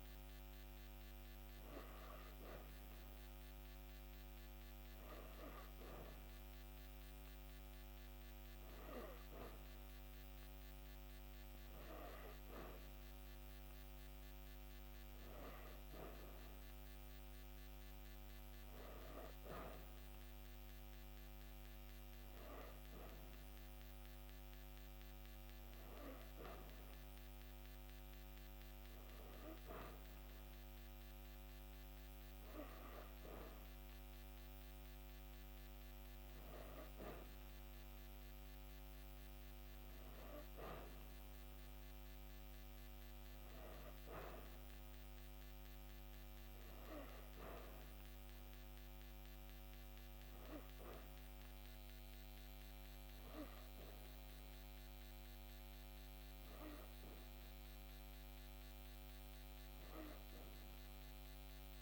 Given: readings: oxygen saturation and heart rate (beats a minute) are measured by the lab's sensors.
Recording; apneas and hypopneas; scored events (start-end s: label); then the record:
breathing in sleep by a microphone on the trachea; none
none scored
From the record:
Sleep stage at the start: N3 (deep sleep); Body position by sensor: on the back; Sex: female